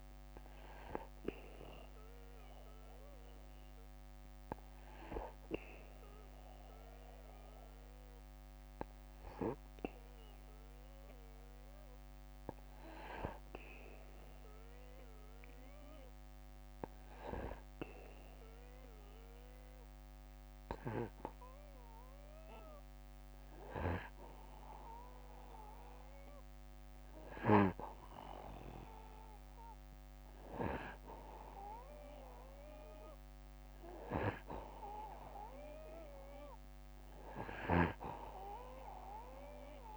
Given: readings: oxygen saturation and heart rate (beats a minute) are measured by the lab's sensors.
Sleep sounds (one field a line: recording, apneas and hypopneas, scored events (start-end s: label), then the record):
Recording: breathing in sleep by a microphone on the trachea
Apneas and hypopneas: 1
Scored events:
6.00-23.50 s: hypopnea (oxygen 97% before, 92% lowest, heart rate 62 before, 61 extreme, up 2 after)
27.00-30.50 s: arousal
36.50-39.97 s: snoring (device-marked)
From the record:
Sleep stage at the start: N2 (light sleep)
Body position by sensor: on the back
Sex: male